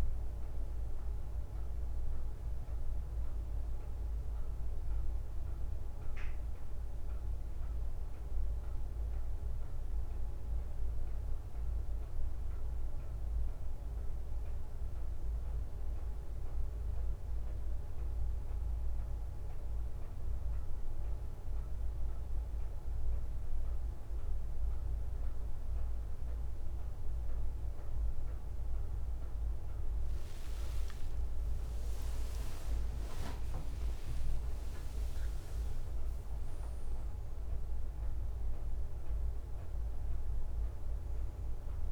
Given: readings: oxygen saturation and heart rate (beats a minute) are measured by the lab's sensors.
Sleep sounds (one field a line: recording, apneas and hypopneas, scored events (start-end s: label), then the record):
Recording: a person awake in a sleep study, hard to hear, by a room microphone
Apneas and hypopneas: none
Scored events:
0.00-6.00 s: drop in pulse transit time (device-marked, heart rate 64 extreme)
From the record:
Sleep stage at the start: awake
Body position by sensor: on the right side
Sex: male